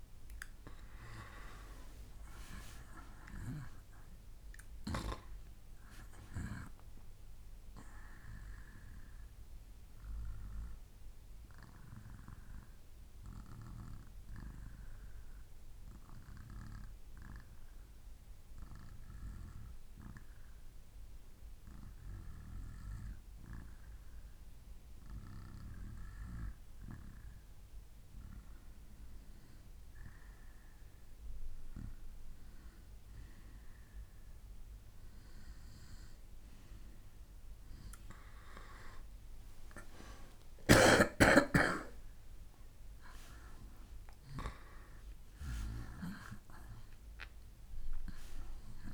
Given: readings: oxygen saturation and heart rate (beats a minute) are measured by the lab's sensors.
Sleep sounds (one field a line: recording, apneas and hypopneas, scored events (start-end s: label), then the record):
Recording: breathing in sleep by a room microphone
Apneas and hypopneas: 1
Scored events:
0.50-3.50 s: arousal
7.00-23.00 s: oxygen desaturation (device-marked, oxygen 96% before, 92% lowest, heart rate 67 before, 63 extreme)
8.00-26.00 s: obstructive apnea (oxygen 96% before, 90% lowest, heart rate 67 before, 63 extreme, up 5 after)
27.50-30.00 s: arousal
33.00-48.94 s: oxygen desaturation (device-marked, oxygen 96% before, 90% lowest, heart rate 65 before, 63 extreme)
From the record:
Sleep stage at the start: N2 (light sleep)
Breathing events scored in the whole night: 171 in 4.9 hours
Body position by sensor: on the right side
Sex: male